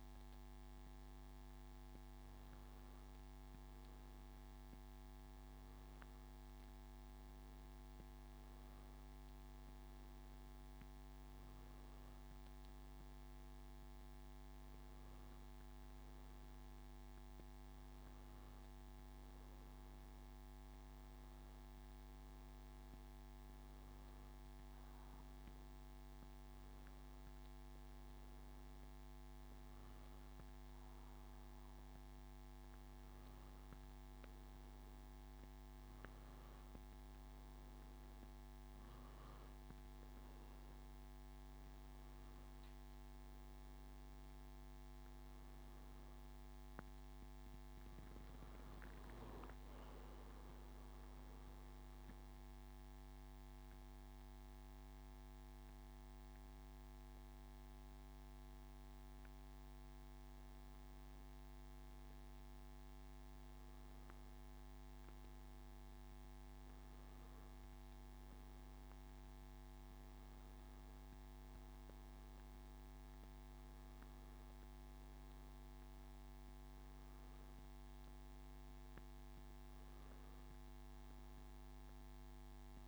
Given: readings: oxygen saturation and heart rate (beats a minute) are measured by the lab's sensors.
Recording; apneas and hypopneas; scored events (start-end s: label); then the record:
breathing in sleep, hard to hear, by a microphone on the trachea; none
55.00-82.88 s: new sleep stage, N1 (lightest sleep)
72.50-76.50 s: arousal
From the record:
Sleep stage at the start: N2 (light sleep); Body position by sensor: on the back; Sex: male